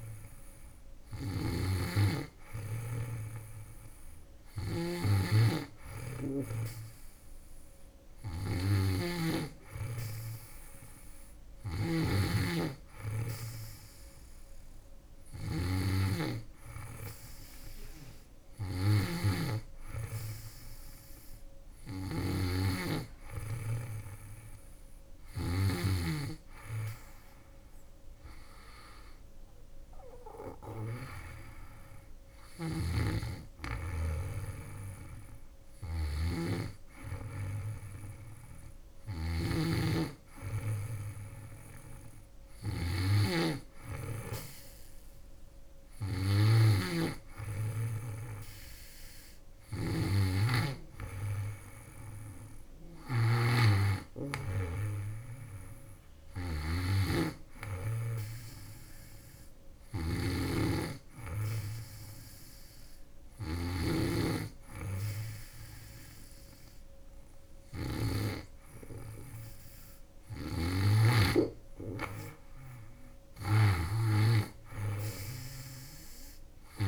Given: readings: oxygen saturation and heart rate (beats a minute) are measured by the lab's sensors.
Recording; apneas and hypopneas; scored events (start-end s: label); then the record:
breathing in sleep by a room microphone; none
0.00-25.00 s: snoring (device-marked)
32.00-76.88 s: snoring (device-marked)
From the record:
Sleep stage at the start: N2 (light sleep); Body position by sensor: on the back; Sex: female